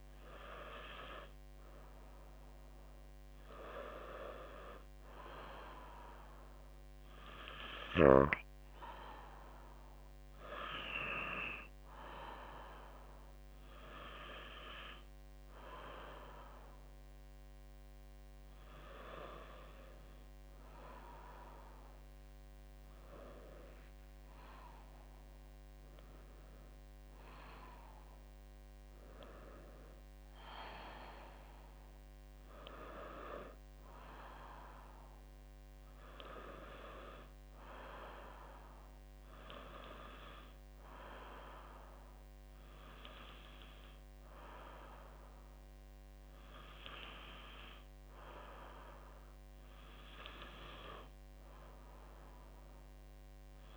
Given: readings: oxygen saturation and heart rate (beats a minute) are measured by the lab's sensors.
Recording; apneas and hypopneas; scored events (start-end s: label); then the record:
breathing in sleep by a microphone on the trachea; 1
11.50-22.00 s: hypopnea (oxygen 97% before, 96% lowest, heart rate 57 before, 52 extreme, up 10 after)
24.00-28.00 s: arousal
From the record:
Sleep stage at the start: N2 (light sleep); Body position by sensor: on the back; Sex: female